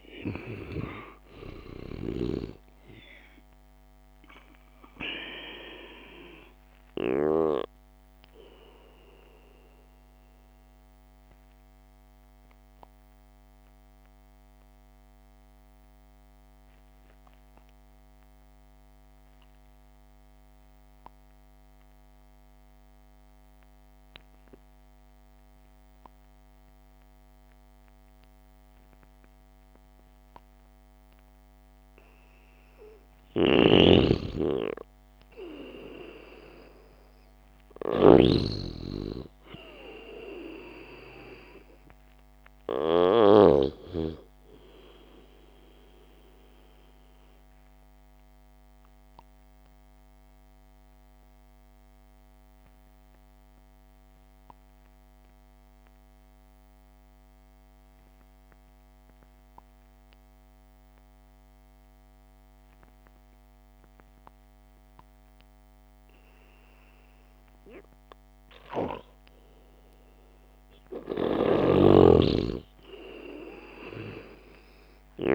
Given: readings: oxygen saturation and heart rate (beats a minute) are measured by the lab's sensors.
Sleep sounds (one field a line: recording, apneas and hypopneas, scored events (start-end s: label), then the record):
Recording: breathing in sleep by a microphone on the trachea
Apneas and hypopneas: 2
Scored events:
0.00-2.50 s: snoring (device-marked)
11.50-32.00 s: mixed apnea (oxygen 98% before, 92% lowest, heart rate 57 before, 52 extreme)
33.00-37.50 s: arousal
33.50-44.00 s: snoring (device-marked)
36.50-66.50 s: oxygen desaturation (device-marked, oxygen 99% before, 92% lowest, heart rate 63 before, 51 extreme)
49.50-69.50 s: obstructive apnea (oxygen 99% before, 92% lowest, heart rate 56 before, 51 extreme)
71.50-75.35 s: snoring (device-marked)
72.00-75.35 s: arousal
From the record:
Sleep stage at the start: N2 (light sleep)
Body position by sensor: on the back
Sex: male